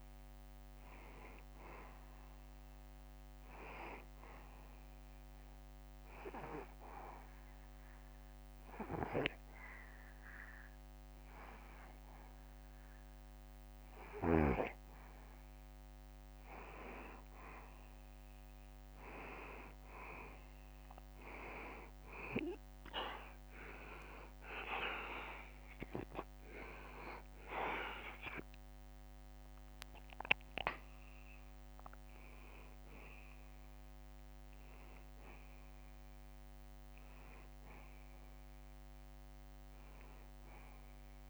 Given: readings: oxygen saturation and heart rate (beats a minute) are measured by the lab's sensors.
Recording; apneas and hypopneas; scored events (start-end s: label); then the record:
breathing in sleep by a microphone on the trachea; 1
6.50-17.00 s: obstructive apnea (oxygen 94% before, 90% lowest, heart rate 75 before, 71 extreme, up 4 after)
18.50-22.00 s: arousal
24.00-26.00 s: long interval between heartbeats (device-marked, heart rate 73 before, 73 extreme)
26.00-40.00 s: oxygen desaturation (device-marked, oxygen 93% before, 90% lowest, heart rate 73 before, 72 extreme)
From the record:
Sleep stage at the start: N2 (light sleep); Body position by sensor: on the back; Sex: male